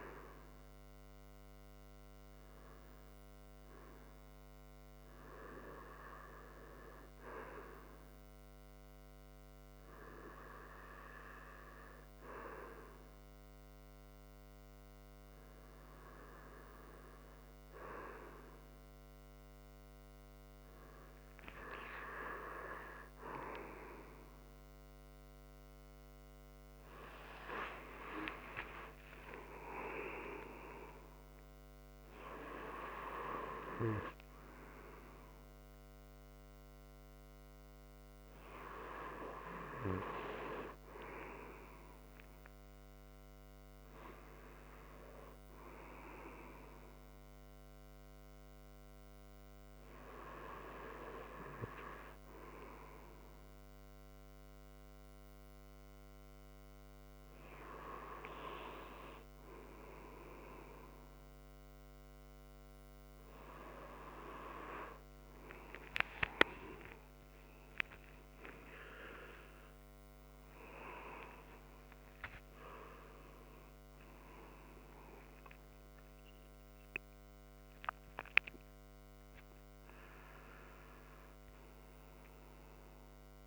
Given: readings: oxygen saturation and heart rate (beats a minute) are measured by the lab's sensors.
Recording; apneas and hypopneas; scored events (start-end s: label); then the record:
breathing in sleep by a microphone on the trachea; none
21.50-27.00 s: arousal
57.50-83.47 s: new sleep stage, N1 (lightest sleep)
65.00-71.00 s: arousal
From the record:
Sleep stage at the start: REM sleep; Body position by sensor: on the right side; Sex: male